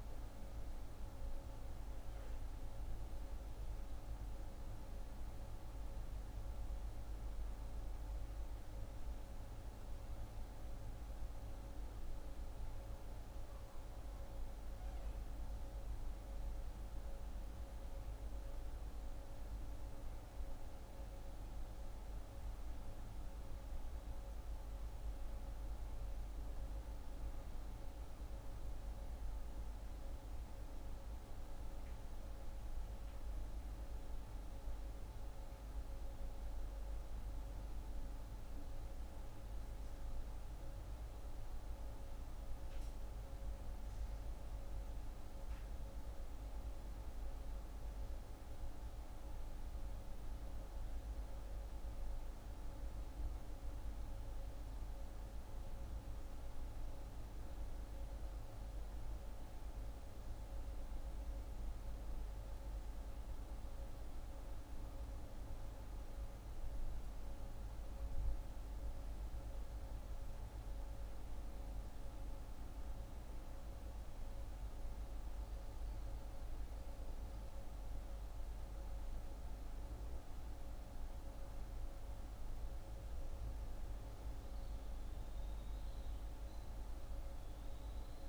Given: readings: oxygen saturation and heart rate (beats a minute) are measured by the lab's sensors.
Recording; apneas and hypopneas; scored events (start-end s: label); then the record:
breathing in sleep, hard to hear, by a room microphone; none
none scored
From the record:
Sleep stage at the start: N1 (lightest sleep); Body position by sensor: on the right side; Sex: female